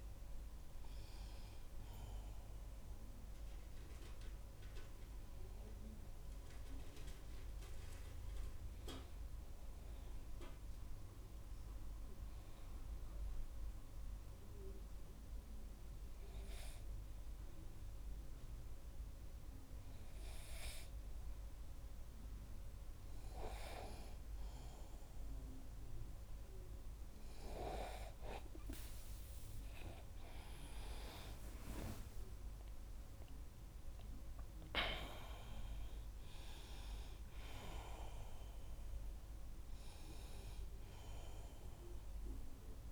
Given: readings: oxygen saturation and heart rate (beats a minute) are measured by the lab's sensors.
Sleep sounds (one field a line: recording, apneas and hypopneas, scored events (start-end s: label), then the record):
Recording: breathing in sleep by a room microphone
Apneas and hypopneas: 1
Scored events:
5.50-21.00 s: obstructive apnea (oxygen 98% before, 96% lowest, heart rate 55 before, 40 extreme, up 9 after)
12.00-42.92 s: new sleep stage, N2 (light sleep)
27.50-31.50 s: arousal
From the record:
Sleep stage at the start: N1 (lightest sleep)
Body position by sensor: on the back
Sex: male